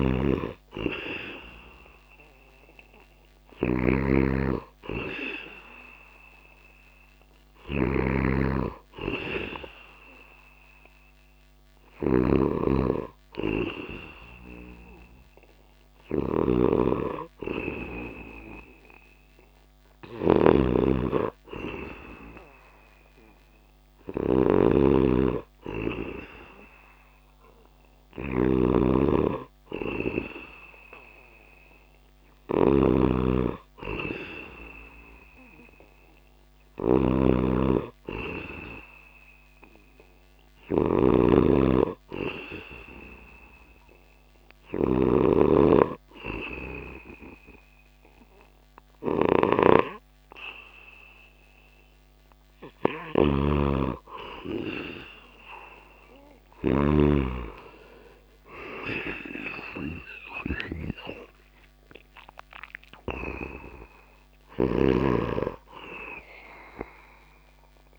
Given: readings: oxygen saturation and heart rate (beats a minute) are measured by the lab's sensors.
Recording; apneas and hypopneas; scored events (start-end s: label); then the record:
breathing in sleep by a microphone on the trachea; none
0.00-60.00 s: snoring (device-marked)
58.00-62.00 s: arousal
62.00-67.99 s: snoring (device-marked)
From the record:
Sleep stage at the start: N2 (light sleep); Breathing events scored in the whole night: 128 in 3.2 hours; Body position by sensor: on the back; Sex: male